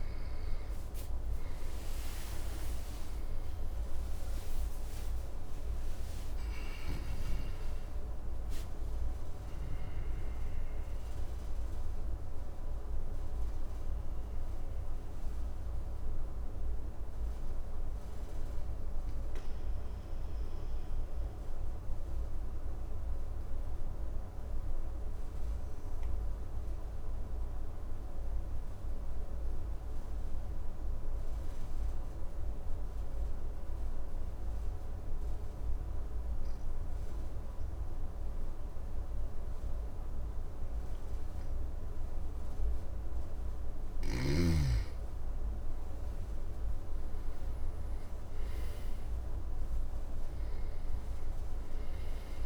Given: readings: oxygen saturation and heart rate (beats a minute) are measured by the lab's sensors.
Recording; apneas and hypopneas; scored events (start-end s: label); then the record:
breathing in sleep, hard to hear, by a room microphone; 1
0.00-4.50 s: arousal
0.00-30.00 s: oxygen desaturation (device-marked, oxygen 87% lowest, heart rate 53 extreme)
18.00-42.00 s: obstructive apnea (oxygen 99% before, 87% lowest, heart rate 65 before, 52 extreme, up 6 after)
43.00-52.46 s: oxygen desaturation (device-marked, oxygen 99% before, 89% lowest, heart rate 55 before, 51 extreme)
44.50-48.50 s: arousal
49.50-52.46 s: snoring (device-marked)
From the record:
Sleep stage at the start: N2 (light sleep); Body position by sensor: on the back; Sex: male